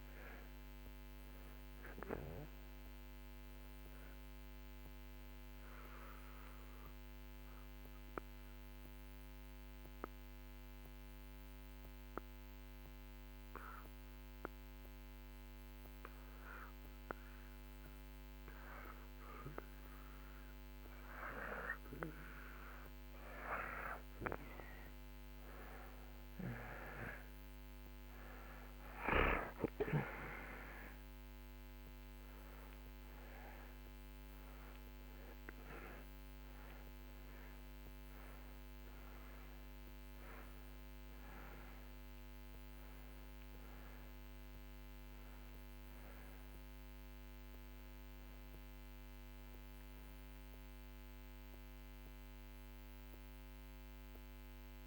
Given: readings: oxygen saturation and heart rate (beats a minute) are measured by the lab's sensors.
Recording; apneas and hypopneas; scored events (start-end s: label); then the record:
breathing in sleep by a microphone on the trachea; 1
0.00-17.00 s: oxygen desaturation (device-marked, oxygen 85% lowest)
6.50-17.50 s: obstructive apnea (oxygen 94% before, 80% lowest)
19.00-24.00 s: arousal
32.00-40.00 s: oxygen desaturation (device-marked, oxygen 95% before, 89% lowest)
From the record:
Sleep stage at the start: N2 (light sleep); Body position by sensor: on the back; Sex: male